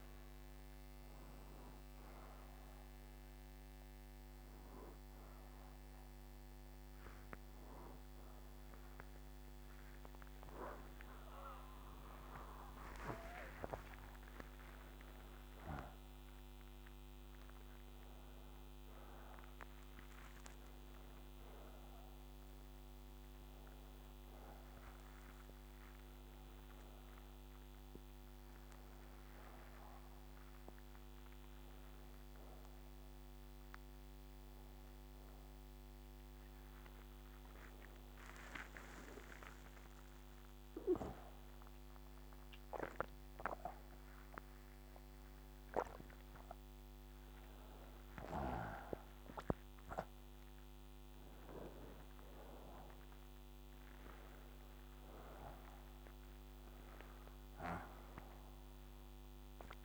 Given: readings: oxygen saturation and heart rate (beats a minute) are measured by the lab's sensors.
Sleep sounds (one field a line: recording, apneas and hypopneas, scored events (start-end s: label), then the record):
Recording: a person awake in a sleep study, by a microphone on the trachea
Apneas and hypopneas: none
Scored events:
16.00-59.85 s: new sleep stage, awake
From the record:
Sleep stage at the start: N1 (lightest sleep)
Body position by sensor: upright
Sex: male